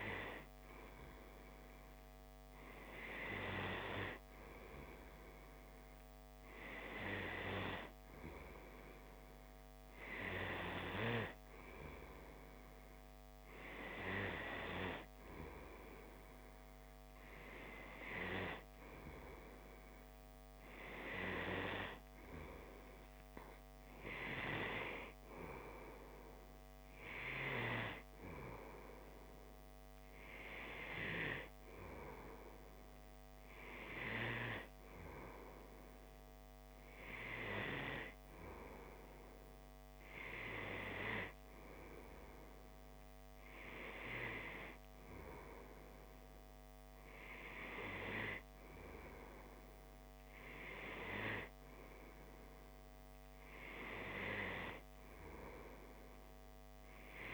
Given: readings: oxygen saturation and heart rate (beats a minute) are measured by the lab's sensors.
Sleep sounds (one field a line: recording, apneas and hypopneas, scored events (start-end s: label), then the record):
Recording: breathing in sleep by a microphone on the trachea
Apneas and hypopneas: none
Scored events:
none scored
From the record:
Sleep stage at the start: N2 (light sleep)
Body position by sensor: on the back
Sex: male